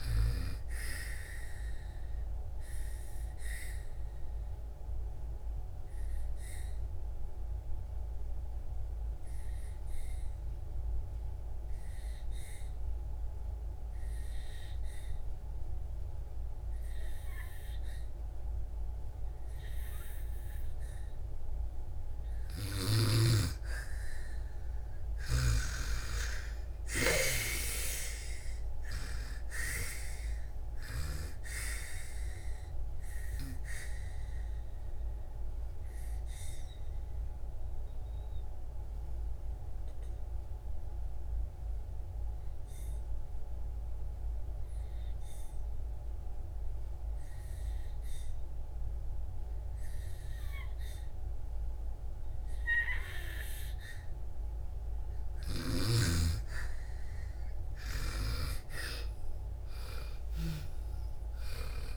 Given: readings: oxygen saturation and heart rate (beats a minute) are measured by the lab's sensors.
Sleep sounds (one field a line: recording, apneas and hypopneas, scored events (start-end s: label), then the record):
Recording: breathing in sleep by a room microphone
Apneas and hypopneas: 2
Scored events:
0.00-19.50 s: oxygen desaturation (device-marked, oxygen 82% lowest)
2.00-21.50 s: obstructive apnea (oxygen 98% before, 82% lowest)
21.50-47.50 s: oxygen desaturation (device-marked, oxygen 97% before, 83% lowest)
22.50-27.00 s: snoring (device-marked)
27.00-30.50 s: arousal
33.00-55.00 s: mixed apnea (oxygen 97% before, 82% lowest)
56.50-61.97 s: oxygen desaturation (device-marked, oxygen 97% before, 84% lowest)
60.50-61.97 s: arousal
From the record:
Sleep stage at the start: N2 (light sleep)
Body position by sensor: on the back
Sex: female